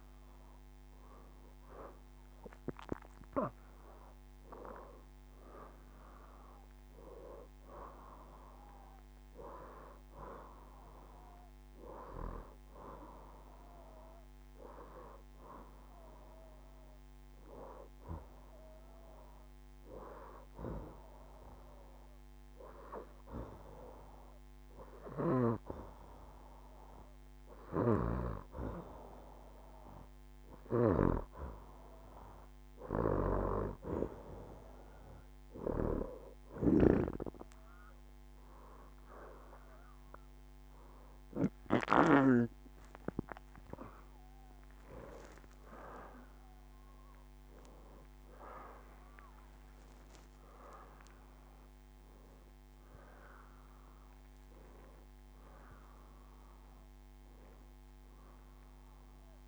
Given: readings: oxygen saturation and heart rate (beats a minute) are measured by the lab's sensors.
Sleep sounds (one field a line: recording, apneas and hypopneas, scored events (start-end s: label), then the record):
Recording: breathing in sleep by a microphone on the trachea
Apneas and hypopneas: 1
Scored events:
0.00-3.50 s: arousal
18.00-29.00 s: hypopnea (oxygen 93% before, 88% lowest, heart rate 85 before, 78 extreme, up 2 after)
39.00-53.00 s: oxygen desaturation (device-marked, oxygen 93% before, 88% lowest, heart rate 79 before, 80 extreme)
49.00-51.00 s: long interval between heartbeats (device-marked, heart rate 82 before, 102 extreme)
53.00-59.48 s: new sleep stage, awake
From the record:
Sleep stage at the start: N2 (light sleep)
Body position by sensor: on the back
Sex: female